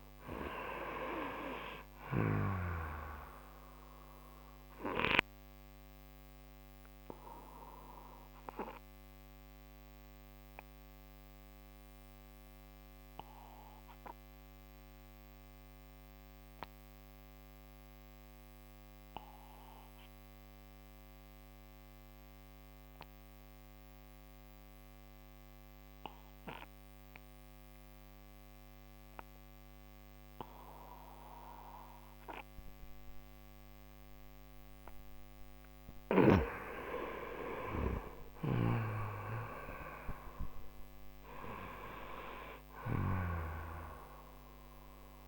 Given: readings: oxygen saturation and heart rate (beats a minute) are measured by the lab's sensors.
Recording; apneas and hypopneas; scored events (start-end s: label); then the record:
breathing in sleep by a microphone on the trachea; 1
0.00-1.00 s: arousal
0.00-27.00 s: oxygen desaturation (device-marked, oxygen 89% lowest)
4.50-35.50 s: obstructive apnea (oxygen 98% before, 88% lowest)
37.50-42.50 s: arousal
From the record:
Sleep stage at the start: N2 (light sleep); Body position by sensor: on the right side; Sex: male